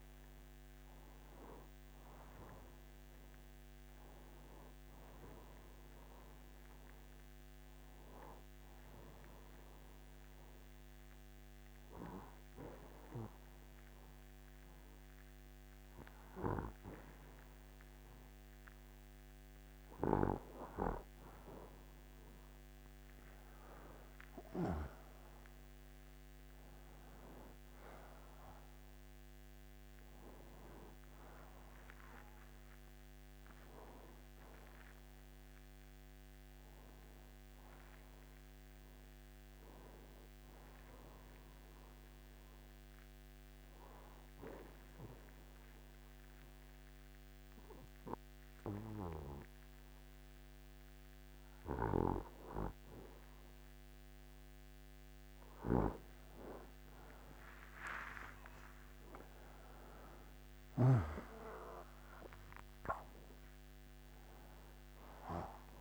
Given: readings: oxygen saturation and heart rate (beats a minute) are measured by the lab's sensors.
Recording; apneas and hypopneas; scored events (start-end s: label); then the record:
breathing in sleep by a microphone on the trachea; 2
7.00-65.81 s: new sleep stage, N2 (light sleep)
9.00-21.00 s: obstructive apnea (oxygen 94% before, 89% lowest, heart rate 93 before, 68 extreme, up 16 after)
25.50-30.00 s: arousal
30.00-46.00 s: oxygen desaturation (device-marked, oxygen 94% before, 90% lowest, heart rate 79 before, 62 extreme)
42.00-55.00 s: obstructive apnea (oxygen 94% before, 89% lowest, heart rate 89 before, 62 extreme, up 12 after)
57.00-62.50 s: arousal
61.00-65.81 s: oxygen desaturation (device-marked, oxygen 95% before, 89% lowest, heart rate 79 before, 63 extreme)
From the record:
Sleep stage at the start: N1 (lightest sleep); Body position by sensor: on the right side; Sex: male